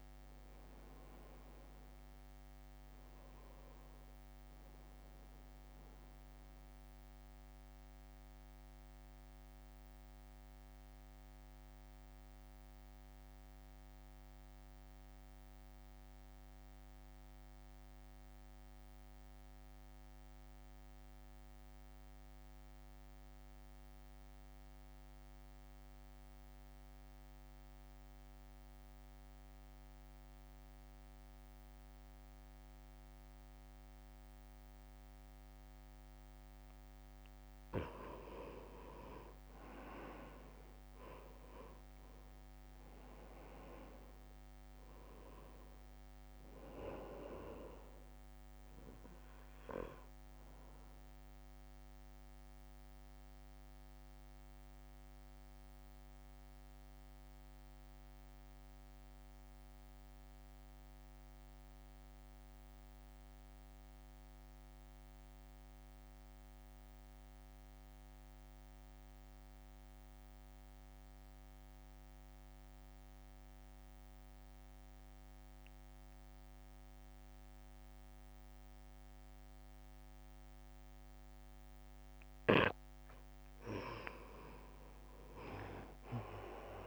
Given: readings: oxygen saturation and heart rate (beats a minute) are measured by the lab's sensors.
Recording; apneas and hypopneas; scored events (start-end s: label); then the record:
breathing in sleep by a microphone on the trachea; 2
0.00-9.50 s: drop in pulse transit time (device-marked, heart rate 58 extreme)
0.00-18.50 s: oxygen desaturation (device-marked, oxygen 88% lowest, heart rate 58 extreme)
7.00-35.50 s: central apnea (oxygen 98% before, 87% lowest, heart rate 62 before, 53 extreme, up 1 after)
35.50-49.50 s: oxygen desaturation (device-marked, oxygen 98% before, 89% lowest, heart rate 64 before, 53 extreme)
40.00-44.00 s: arousal
43.50-54.50 s: drop in pulse transit time (device-marked, heart rate 64 before, 53 extreme)
50.00-82.50 s: mixed apnea (oxygen 98% before, 87% lowest, heart rate 61 before, 54 extreme, up 3 after)
51.50-68.50 s: oxygen desaturation (device-marked, oxygen 92% before, 88% lowest, heart rate 60 before, 55 extreme)
82.50-86.87 s: oxygen desaturation (device-marked, oxygen 97% before, 87% lowest, heart rate 63 before, 54 extreme)
From the record:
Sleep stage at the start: N2 (light sleep); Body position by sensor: on the right side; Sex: male